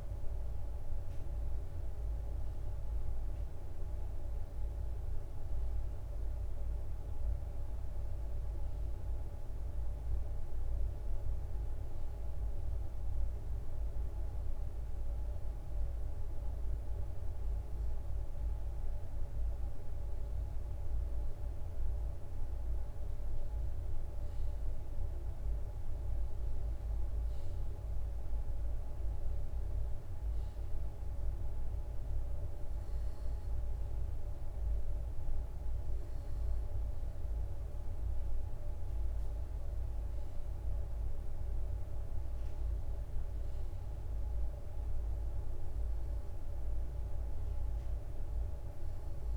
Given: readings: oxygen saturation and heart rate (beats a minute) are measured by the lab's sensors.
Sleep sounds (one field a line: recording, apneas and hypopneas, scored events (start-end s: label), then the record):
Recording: breathing in sleep, hard to hear, by a room microphone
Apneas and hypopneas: none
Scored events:
29.00-35.00 s: bradycardia (device-marked, heart rate 58 before, 59 extreme)
43.00-49.00 s: bradycardia (device-marked, heart rate 58 before, 58 extreme)
43.00-49.37 s: new sleep stage, N2 (light sleep)
From the record:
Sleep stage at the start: N1 (lightest sleep)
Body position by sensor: on the left side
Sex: male